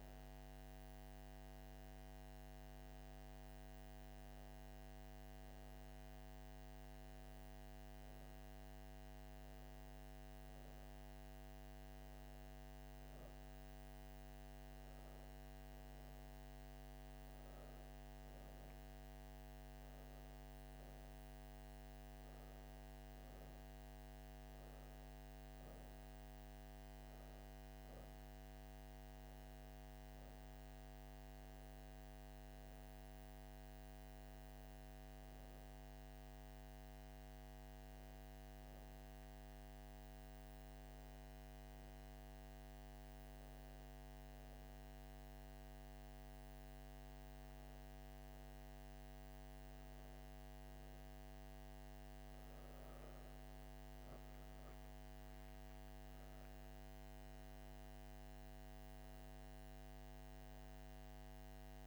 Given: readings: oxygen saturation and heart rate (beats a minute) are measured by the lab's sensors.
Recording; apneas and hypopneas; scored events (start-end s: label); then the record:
breathing in sleep, hard to hear, by a microphone on the trachea; none
none scored
From the record:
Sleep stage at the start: N1 (lightest sleep); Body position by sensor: on the back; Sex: female